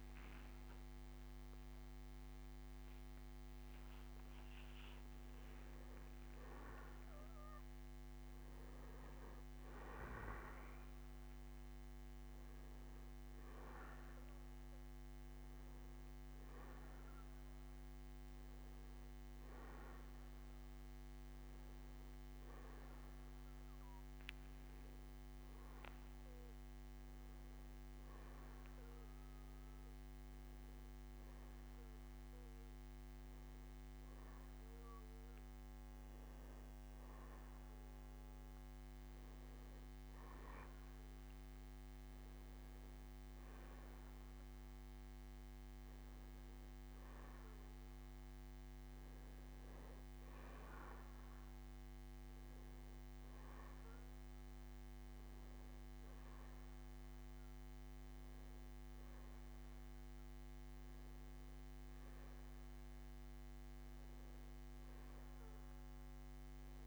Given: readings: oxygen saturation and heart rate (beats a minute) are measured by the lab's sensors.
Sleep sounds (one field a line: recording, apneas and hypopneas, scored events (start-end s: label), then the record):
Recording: breathing in sleep, hard to hear, by a microphone on the trachea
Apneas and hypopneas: none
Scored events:
none scored
From the record:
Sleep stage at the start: N1 (lightest sleep)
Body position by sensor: on the back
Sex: male